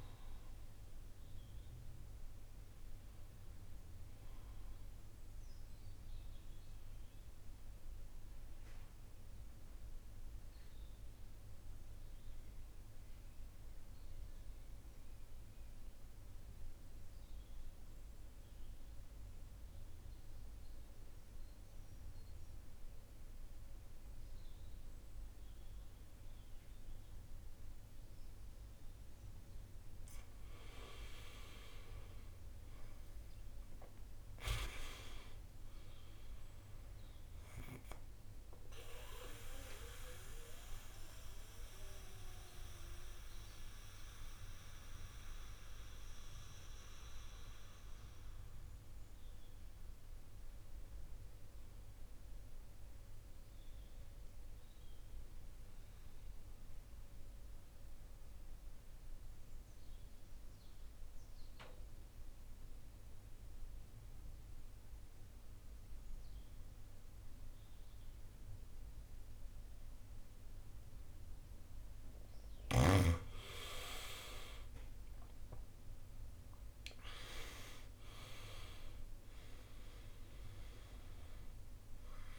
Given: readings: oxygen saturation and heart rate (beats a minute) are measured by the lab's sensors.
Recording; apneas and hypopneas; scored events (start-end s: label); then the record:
breathing in sleep by a room microphone; 2
0.00-21.00 s: oxygen desaturation (device-marked, oxygen 81% lowest, heart rate 50 extreme)
5.50-29.00 s: central apnea (oxygen 99% before, 81% lowest, heart rate 67 before, 50 extreme, up 11 after)
29.00-58.00 s: oxygen desaturation (device-marked, oxygen 100% before, 87% lowest, heart rate 52 before, 52 extreme)
31.00-35.00 s: arousal
39.50-71.50 s: mixed apnea (oxygen 100% before, 80% lowest, heart rate 57 before, 48 extreme, up 18 after)
67.00-82.39 s: oxygen desaturation (device-marked, oxygen 99% before, 80% lowest, heart rate 54 before, 48 extreme)
73.50-78.50 s: arousal
From the record:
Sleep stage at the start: N2 (light sleep); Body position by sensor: on the right side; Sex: male